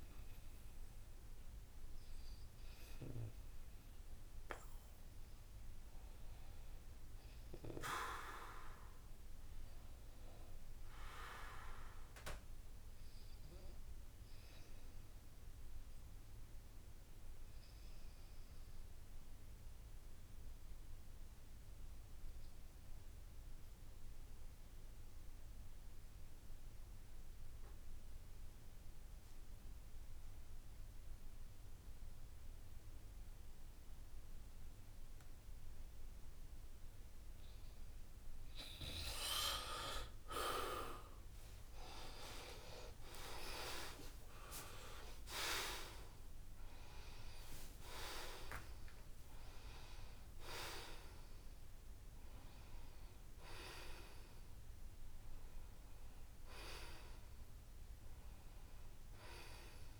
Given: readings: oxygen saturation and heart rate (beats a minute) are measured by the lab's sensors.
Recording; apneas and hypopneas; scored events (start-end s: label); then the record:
breathing in sleep by a room microphone; 1
0.00-4.50 s: oxygen desaturation (device-marked, oxygen 77% lowest, heart rate 64 extreme)
7.50-11.50 s: arousal
13.50-37.50 s: obstructive apnea (oxygen 98% before, 82% lowest, heart rate 68 before, 63 extreme, up 23 after)
30.50-60.00 s: oxygen desaturation (device-marked, oxygen 96% before, 82% lowest, heart rate 65 before, 63 extreme)
36.50-38.50 s: long interval between heartbeats (device-marked, heart rate 65 before, 63 extreme)
41.50-46.00 s: arousal
42.00-44.00 s: long interval between heartbeats (device-marked, heart rate 65 before, 77 extreme)
From the record:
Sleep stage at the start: N2 (light sleep); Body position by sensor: on the back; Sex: male